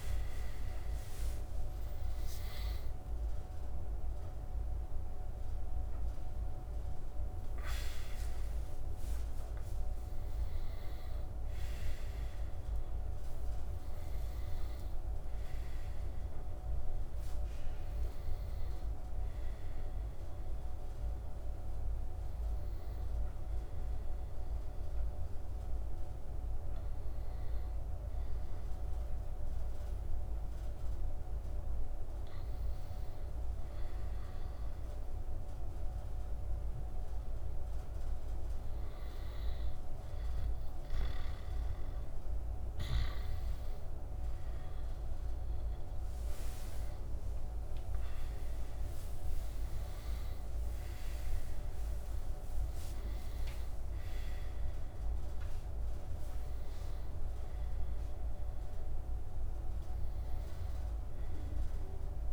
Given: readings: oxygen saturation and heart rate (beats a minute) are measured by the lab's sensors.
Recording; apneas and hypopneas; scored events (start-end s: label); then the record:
breathing in sleep, hard to hear, by a room microphone; 1
0.00-14.50 s: oxygen desaturation (device-marked, oxygen 93% lowest, heart rate 79 extreme)
16.00-20.00 s: arousal
24.00-34.50 s: hypopnea (oxygen 98% before, 91% lowest, heart rate 88 before, 79 extreme, up 3 after)
36.00-40.00 s: arousal
40.50-59.50 s: oxygen desaturation (device-marked, oxygen 98% before, 94% lowest, heart rate 82 before, 75 extreme)
52.00-54.00 s: long interval between heartbeats (device-marked, heart rate 84 before, 102 extreme)
60.00-62.33 s: arousal
From the record:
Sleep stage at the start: N2 (light sleep); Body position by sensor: on the right side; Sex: male